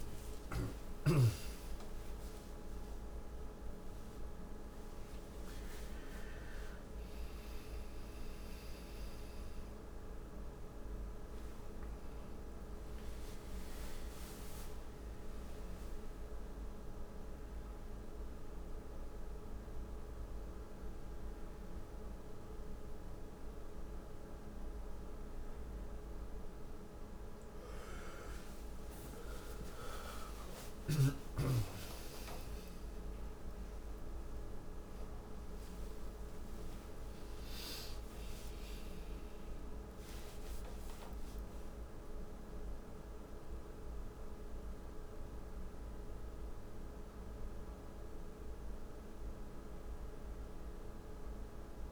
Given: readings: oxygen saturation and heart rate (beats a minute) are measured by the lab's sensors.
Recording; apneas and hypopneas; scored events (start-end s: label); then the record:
a person awake in a sleep study, hard to hear, by a room microphone; none
none scored
From the record:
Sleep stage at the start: awake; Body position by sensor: on the right side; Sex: male